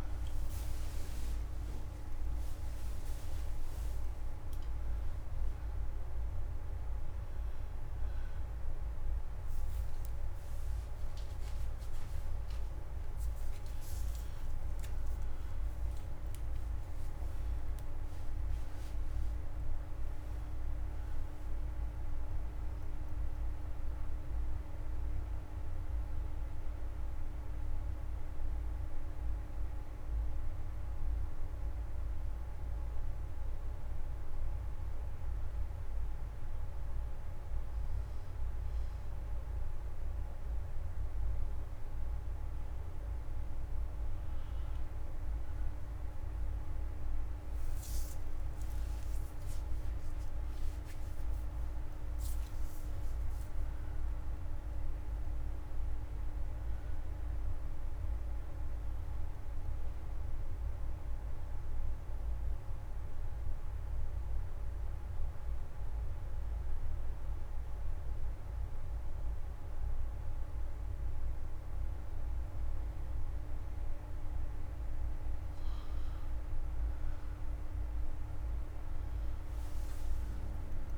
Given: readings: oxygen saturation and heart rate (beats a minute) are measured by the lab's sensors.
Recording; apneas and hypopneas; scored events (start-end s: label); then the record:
a person partly awake in a sleep study, hard to hear, by a room microphone; 1
0.00-10.50 s: oxygen desaturation (device-marked, oxygen 93% lowest, heart rate 69 extreme)
12.50-42.50 s: new sleep stage, N1 (lightest sleep)
40.50-58.50 s: oxygen desaturation (device-marked, oxygen 96% before, 92% lowest, heart rate 106 before, 89 extreme)
42.50-80.98 s: new sleep stage, N2 (light sleep)
56.00-59.50 s: arousal
62.50-72.50 s: hypopnea (oxygen 95% before, 89% lowest, heart rate 159 before, 89 extreme, up 28 after)
76.00-80.98 s: arousal
79.50-80.98 s: oxygen desaturation (device-marked, oxygen 95% before, 89% lowest, heart rate 114 before, 83 extreme)
From the record:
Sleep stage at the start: awake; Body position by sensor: on the front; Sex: male